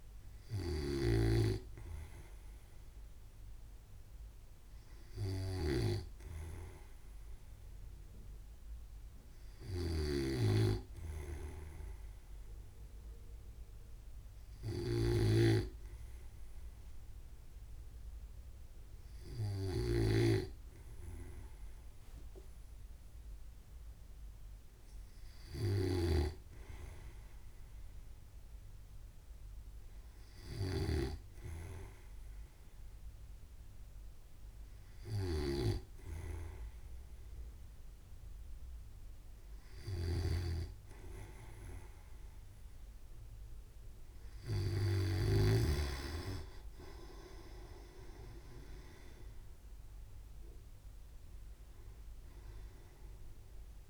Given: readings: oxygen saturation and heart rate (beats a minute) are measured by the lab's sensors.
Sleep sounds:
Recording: breathing in sleep by a room microphone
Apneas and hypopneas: none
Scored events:
1.50-46.50 s: snoring (device-marked)
48.00-52.00 s: arousal
From the record:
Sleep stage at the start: N2 (light sleep)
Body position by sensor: on the right side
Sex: male

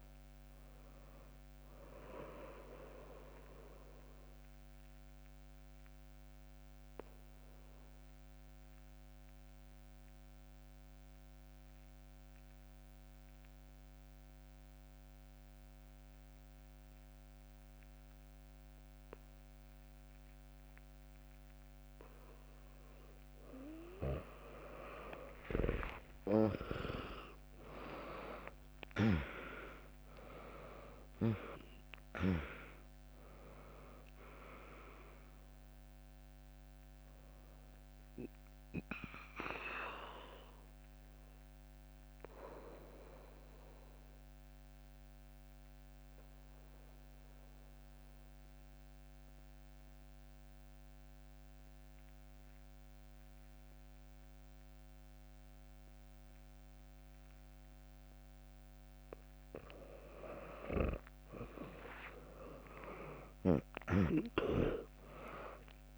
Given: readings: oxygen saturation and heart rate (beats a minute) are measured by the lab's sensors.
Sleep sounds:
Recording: breathing in sleep by a microphone on the trachea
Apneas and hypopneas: 2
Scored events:
0.00-5.00 s: drop in pulse transit time (device-marked, heart rate 64 extreme)
0.00-14.00 s: oxygen desaturation (device-marked, oxygen 95% lowest, heart rate 60 extreme)
3.00-23.50 s: obstructive apnea (oxygen 100% before, 95% lowest, heart rate 73 before, 60 extreme, up 6 after)
25.00-30.50 s: arousal
28.00-40.00 s: drop in pulse transit time (device-marked, heart rate 74 before, 63 extreme)
31.00-47.00 s: oxygen desaturation (device-marked, oxygen 100% before, 96% lowest, heart rate 72 before, 60 extreme)
39.00-59.00 s: obstructive apnea (oxygen 100% before, 96% lowest, heart rate 72 before, 60 extreme)
61.50-65.98 s: arousal
From the record:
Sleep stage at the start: N2 (light sleep)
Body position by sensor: on the back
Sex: female

